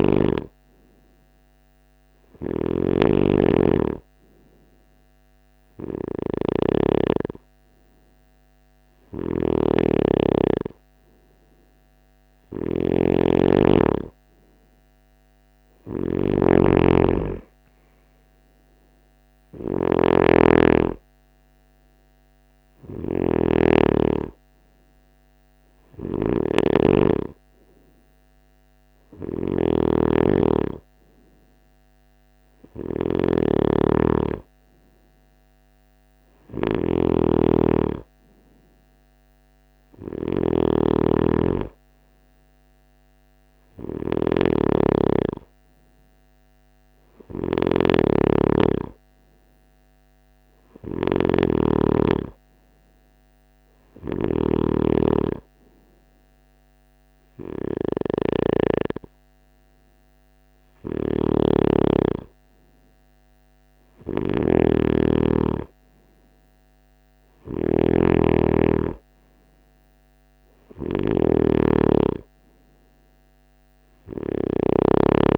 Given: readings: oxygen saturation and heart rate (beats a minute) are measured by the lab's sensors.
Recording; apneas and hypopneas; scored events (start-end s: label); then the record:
breathing in sleep by a microphone on the trachea; none
0.00-6.00 s: snoring (device-marked)
8.00-74.50 s: snoring (device-marked)
From the record:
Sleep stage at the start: N3 (deep sleep); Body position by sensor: on the right side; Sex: male